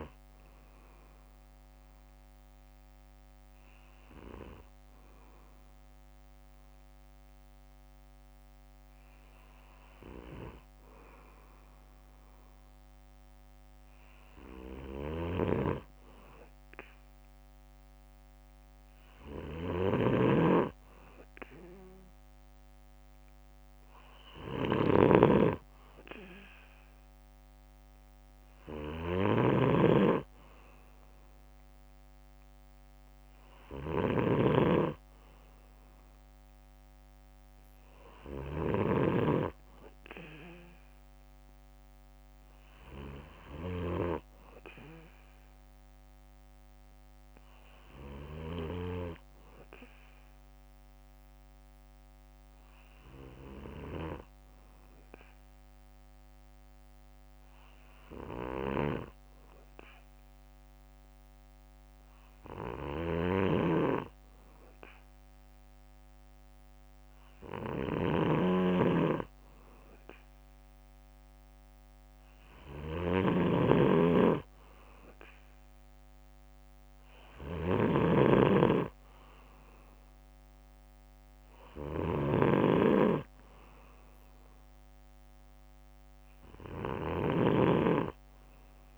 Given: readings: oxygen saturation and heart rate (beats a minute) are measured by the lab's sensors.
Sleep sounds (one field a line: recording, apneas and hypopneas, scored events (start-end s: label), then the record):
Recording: breathing in sleep by a microphone on the trachea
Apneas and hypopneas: 2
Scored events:
0.50-12.00 s: obstructive apnea (oxygen 96% before, 94% lowest, heart rate 64 before, 59 extreme, up 9 after)
13.50-16.50 s: arousal
19.50-39.00 s: snoring (device-marked)
44.00-47.50 s: arousal
50.50-66.00 s: hypopnea (oxygen 96% before, 93% lowest, heart rate 65 before, 60 extreme, up 8 after)
63.00-88.98 s: snoring (device-marked)
70.50-74.00 s: arousal
From the record:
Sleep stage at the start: N2 (light sleep)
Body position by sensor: on the back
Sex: male